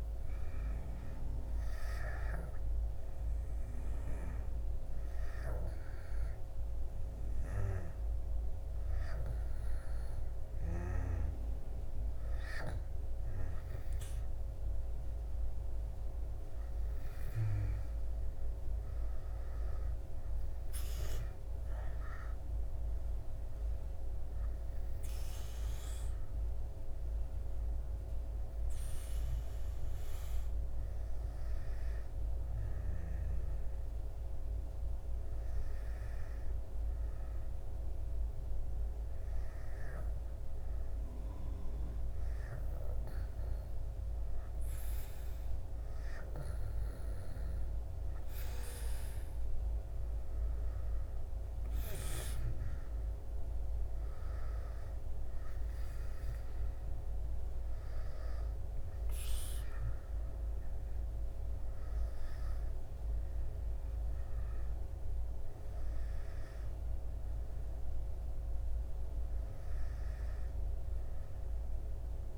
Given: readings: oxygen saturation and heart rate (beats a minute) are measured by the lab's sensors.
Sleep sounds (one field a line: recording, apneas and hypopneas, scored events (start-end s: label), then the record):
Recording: a person partly awake in a sleep study, hard to hear, by a room microphone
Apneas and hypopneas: 1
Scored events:
7.50-72.38 s: new sleep stage, N2 (light sleep)
17.50-27.50 s: oxygen desaturation (device-marked, oxygen 99% before, 96% lowest, heart rate 74 before, 57 extreme)
37.00-48.50 s: hypopnea (oxygen 99% before, 92% lowest, heart rate 62 before, 58 extreme, up 13 after)
50.00-52.50 s: arousal
51.50-72.38 s: oxygen desaturation (device-marked, oxygen 98% before, 92% lowest, heart rate 62 before, 57 extreme)
From the record:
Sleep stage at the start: awake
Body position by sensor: on the back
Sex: male